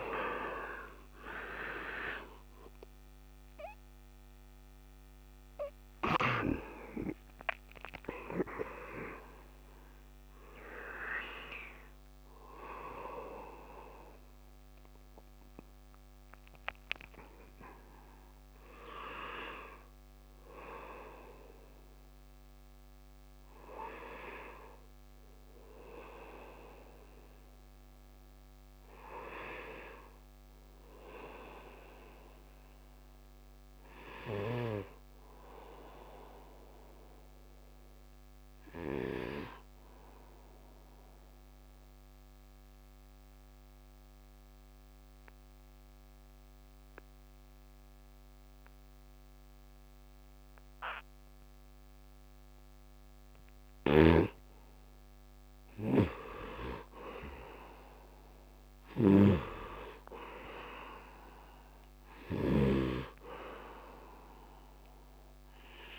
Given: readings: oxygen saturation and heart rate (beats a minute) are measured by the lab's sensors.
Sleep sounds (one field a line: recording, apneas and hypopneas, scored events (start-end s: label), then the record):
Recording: breathing in sleep by a microphone on the trachea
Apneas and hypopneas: 1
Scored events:
0.00-3.00 s: arousal
0.00-22.50 s: oxygen desaturation (device-marked, oxygen 64% lowest, heart rate 72 extreme)
5.50-65.50 s: new sleep stage, N1 (lightest sleep)
35.00-55.00 s: obstructive apnea (oxygen 100% before, 83% lowest, heart rate 80 before, 69 extreme, up 9 after)
52.50-65.99 s: oxygen desaturation (device-marked, oxygen 99% before, 84% lowest, heart rate 74 before, 69 extreme)
53.50-62.50 s: snoring (device-marked)
58.50-61.00 s: arousal
65.50-65.99 s: new sleep stage, N2 (light sleep)
From the record:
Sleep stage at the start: N2 (light sleep)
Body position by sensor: on the right side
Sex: male